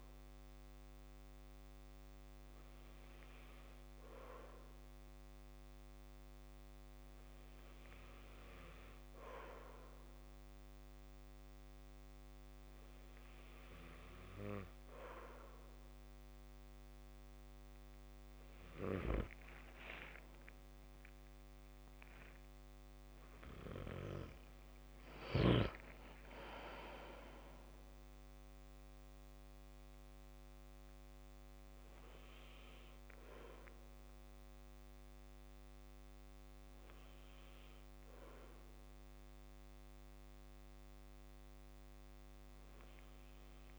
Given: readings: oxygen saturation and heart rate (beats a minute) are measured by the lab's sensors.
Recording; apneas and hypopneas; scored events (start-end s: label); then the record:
breathing in sleep by a microphone on the trachea; none
19.00-21.00 s: long interval between heartbeats (device-marked, heart rate 62 before, 75 extreme)
21.00-25.50 s: arousal
From the record:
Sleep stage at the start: N2 (light sleep); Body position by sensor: on the back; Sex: male